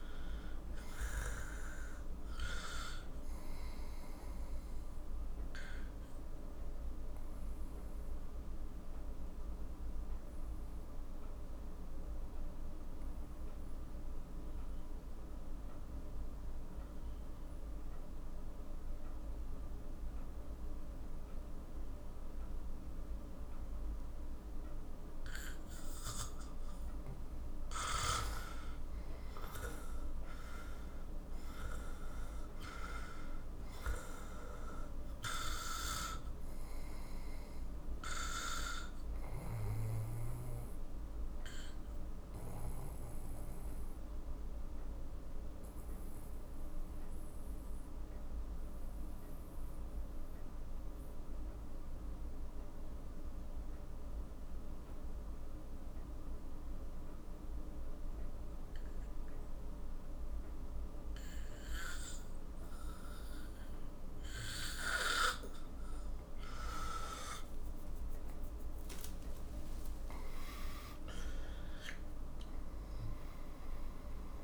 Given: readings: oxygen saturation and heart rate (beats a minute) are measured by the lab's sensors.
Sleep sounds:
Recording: breathing in sleep by a room microphone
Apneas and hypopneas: 2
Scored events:
0.00-9.00 s: oxygen desaturation (device-marked, oxygen 91% lowest, heart rate 41 extreme)
4.00-26.00 s: obstructive apnea (oxygen 97% before, 90% lowest, heart rate 59 before, 41 extreme, up 14 after)
28.00-32.50 s: arousal
32.00-51.00 s: oxygen desaturation (device-marked, oxygen 97% before, 91% lowest, heart rate 49 before, 43 extreme)
38.00-65.50 s: obstructive apnea (oxygen 97% before, 91% lowest, heart rate 54 before, 41 extreme, up 52 after)
67.00-71.00 s: arousal
67.00-74.44 s: oxygen desaturation (device-marked, oxygen 97% before, 92% lowest, heart rate 47 before, 41 extreme)
From the record:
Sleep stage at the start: N2 (light sleep)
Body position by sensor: on the back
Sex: male

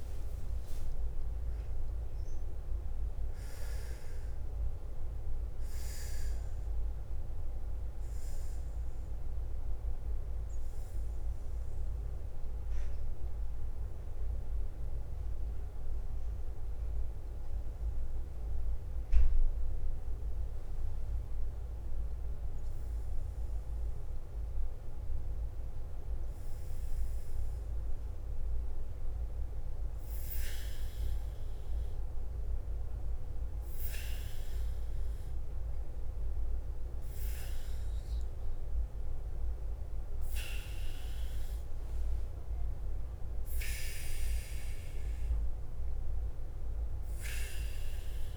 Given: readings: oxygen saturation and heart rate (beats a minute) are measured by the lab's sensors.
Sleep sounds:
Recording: breathing in sleep, hard to hear, by a room microphone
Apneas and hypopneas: 1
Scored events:
0.00-48.37 s: bradycardia (device-marked, heart rate 44 extreme)
8.50-26.50 s: obstructive apnea (oxygen 95% before, 93% lowest, heart rate 55 before, 50 extreme, up 1 after)
23.00-35.00 s: oxygen desaturation (device-marked, oxygen 96% before, 93% lowest, heart rate 52 before, 49 extreme)
28.00-31.00 s: arousal
44.00-48.37 s: oxygen desaturation (device-marked, oxygen 99% before, 95% lowest, heart rate 51 before, 49 extreme)
From the record:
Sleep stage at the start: N2 (light sleep)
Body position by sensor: on the back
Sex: male

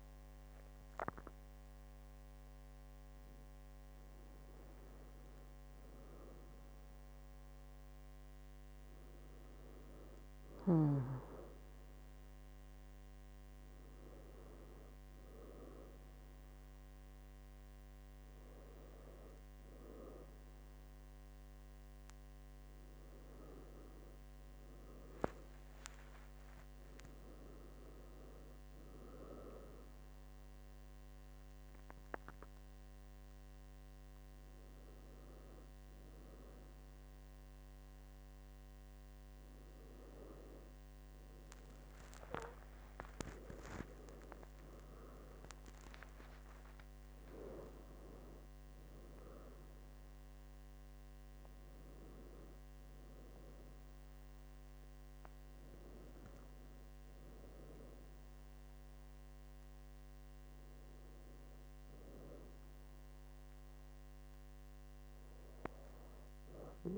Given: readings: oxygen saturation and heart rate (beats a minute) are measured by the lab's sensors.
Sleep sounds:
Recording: a person awake in a sleep study, by a microphone on the trachea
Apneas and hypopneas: none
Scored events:
none scored
From the record:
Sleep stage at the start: awake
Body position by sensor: on the back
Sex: female

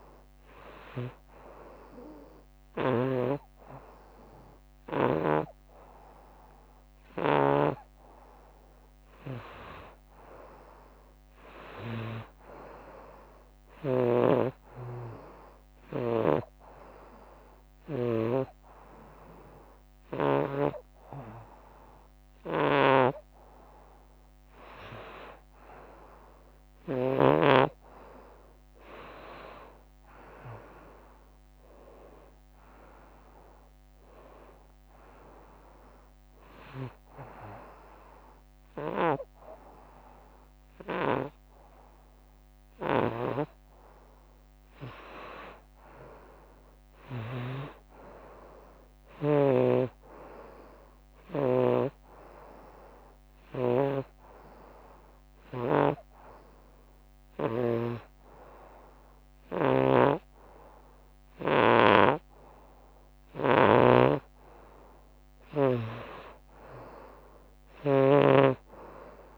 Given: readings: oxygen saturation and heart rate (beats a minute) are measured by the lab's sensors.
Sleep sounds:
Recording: breathing in sleep by a microphone on the trachea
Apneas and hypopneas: 3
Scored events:
3.00-12.00 s: snoring (device-marked)
9.50-12.50 s: arousal
14.00-18.00 s: snoring (device-marked)
15.00-25.00 s: hypopnea (oxygen 94% before, 89% lowest, heart rate 93 before, 88 extreme, up 0 after)
22.50-27.00 s: snoring (device-marked)
27.50-31.50 s: arousal
31.50-43.50 s: oxygen desaturation (device-marked, oxygen 93% before, 90% lowest, heart rate 92 before, 90 extreme)
36.50-46.50 s: obstructive apnea (oxygen 93% before, 87% lowest, heart rate 92 before, 90 extreme, up 0 after)
38.50-47.50 s: snoring (device-marked)
48.00-50.50 s: arousal
49.50-57.50 s: snoring (device-marked)
52.50-60.50 s: oxygen desaturation (device-marked, oxygen 94% before, 90% lowest, heart rate 94 before, 84 extreme)
52.50-63.50 s: hypopnea (oxygen 94% before, 87% lowest, heart rate 94 before, 83 extreme)
59.50-63.50 s: snoring (device-marked)
65.50-68.50 s: arousal
68.00-69.38 s: snoring (device-marked)
From the record:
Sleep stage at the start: N2 (light sleep)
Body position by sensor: on the front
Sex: female

